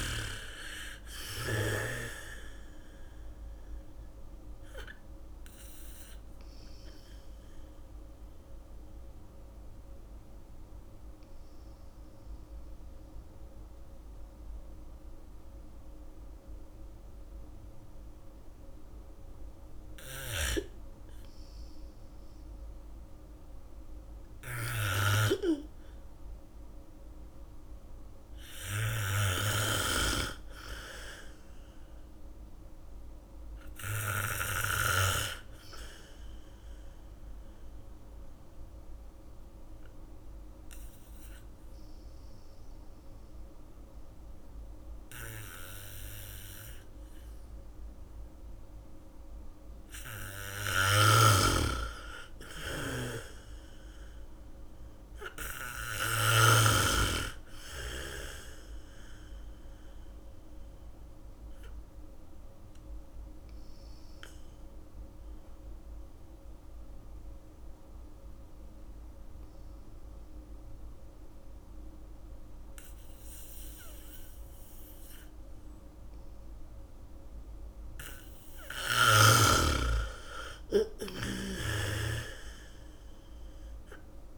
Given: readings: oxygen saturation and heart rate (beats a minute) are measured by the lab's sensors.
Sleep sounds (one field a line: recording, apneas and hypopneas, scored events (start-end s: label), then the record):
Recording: breathing in sleep by a room microphone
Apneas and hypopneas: 3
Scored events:
0.00-4.50 s: bradycardia (device-marked)
0.00-21.50 s: oxygen desaturation (device-marked, oxygen 85% lowest)
5.00-23.50 s: mixed apnea (oxygen 99% before, 85% lowest, heart rate 53 before, 49 extreme, up 0 after)
26.00-29.50 s: arousal
26.50-49.50 s: oxygen desaturation (device-marked, oxygen 99% before, 92% lowest, heart rate 72 before, 35 extreme)
28.50-35.50 s: bradycardia (device-marked, heart rate 67 before, 49 extreme)
37.00-50.00 s: obstructive apnea (oxygen 99% before, 88% lowest, heart rate 65 before, 35 extreme)
50.50-60.50 s: bradycardia (device-marked, heart rate 67 before, 35 extreme)
51.50-57.00 s: snoring (device-marked)
52.00-56.50 s: arousal
60.50-75.50 s: oxygen desaturation (device-marked, oxygen 96% before, 89% lowest, heart rate 61 before, 27 extreme)
62.00-78.00 s: mixed apnea (oxygen 96% before, 85% lowest, heart rate 60 before, 27 extreme)
80.50-84.38 s: arousal
80.50-84.38 s: bradycardia (device-marked, heart rate 66 before, 27 extreme)
80.50-84.38 s: oxygen desaturation (device-marked, oxygen 97% before, 88% lowest, heart rate 64 before, 25 extreme)
From the record:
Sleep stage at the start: N2 (light sleep)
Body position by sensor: on the back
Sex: female